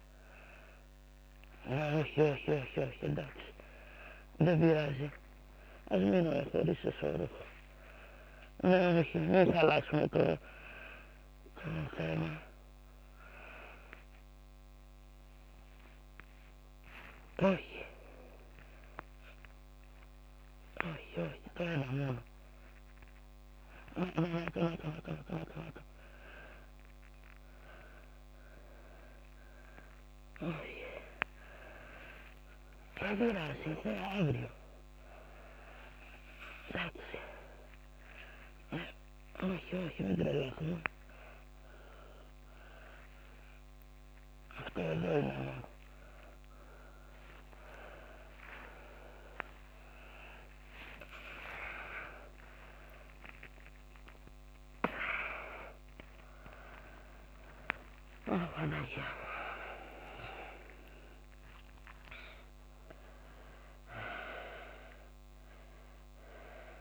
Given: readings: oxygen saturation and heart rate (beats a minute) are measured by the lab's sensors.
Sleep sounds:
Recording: a person awake in a sleep study, by a microphone on the trachea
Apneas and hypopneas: none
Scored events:
4.00-8.50 s: snoring (device-marked)
From the record:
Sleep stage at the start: awake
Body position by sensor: upright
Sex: female

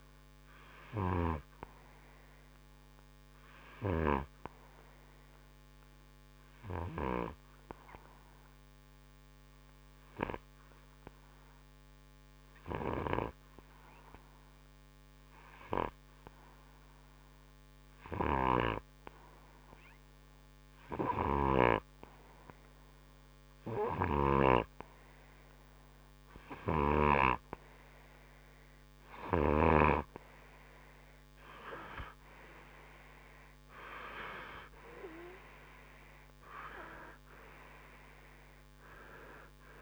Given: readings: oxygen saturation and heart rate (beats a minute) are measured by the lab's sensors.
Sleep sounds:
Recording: breathing in sleep by a microphone on the trachea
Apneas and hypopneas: 1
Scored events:
5.00-18.50 s: hypopnea (heart rate 62 before, 59 extreme, up 4 after)
37.00-39.82 s: new sleep stage, awake
From the record:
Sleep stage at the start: N2 (light sleep)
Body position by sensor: on the right side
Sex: male

